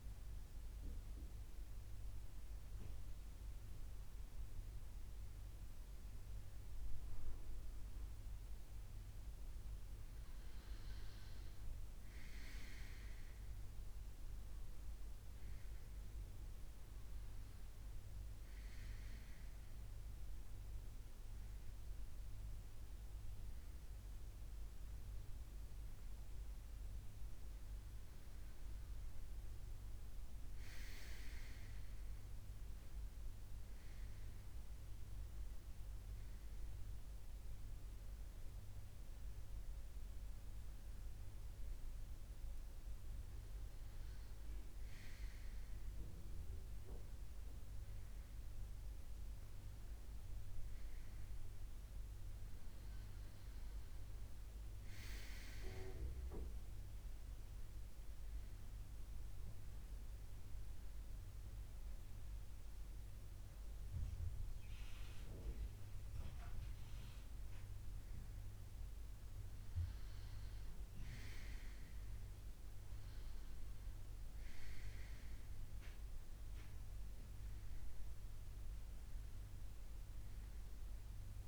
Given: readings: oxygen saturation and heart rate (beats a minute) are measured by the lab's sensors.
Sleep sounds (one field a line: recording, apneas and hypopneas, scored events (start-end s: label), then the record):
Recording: breathing in sleep, hard to hear, by a room microphone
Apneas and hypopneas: none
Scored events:
74.00-81.48 s: oxygen desaturation (device-marked, oxygen 97% before, 94% lowest, heart rate 83 before, 81 extreme)
From the record:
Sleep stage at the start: N1 (lightest sleep)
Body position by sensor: on the right side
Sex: male